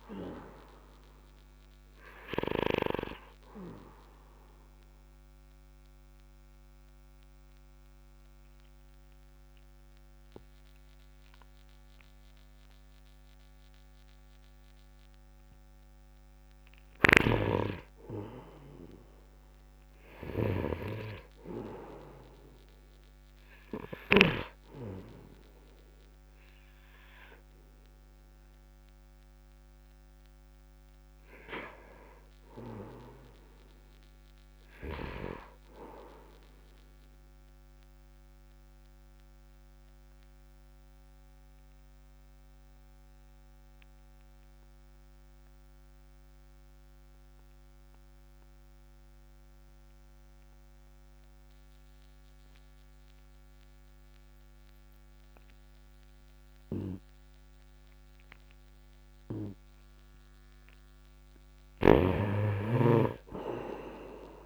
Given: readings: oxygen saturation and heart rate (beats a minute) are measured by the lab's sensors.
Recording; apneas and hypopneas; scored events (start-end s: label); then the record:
breathing in sleep by a microphone on the trachea; 2
2.00-16.00 s: oxygen desaturation (device-marked, oxygen 96% before, 91% lowest, heart rate 67 before, 66 extreme)
4.50-16.00 s: obstructive apnea (oxygen 97% before, 86% lowest, heart rate 67 before, 66 extreme, up 0 after)
19.00-23.00 s: arousal
27.00-43.00 s: oxygen desaturation (device-marked, oxygen 97% before, 93% lowest, heart rate 68 before, 59 extreme)
38.00-60.00 s: obstructive apnea (oxygen 97% before, 83% lowest, heart rate 68 before, 59 extreme, up 1 after)
58.00-64.46 s: oxygen desaturation (device-marked, oxygen 97% before, 83% lowest, heart rate 67 before, 59 extreme)
62.00-64.46 s: arousal
From the record:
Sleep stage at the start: N2 (light sleep); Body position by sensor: upright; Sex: male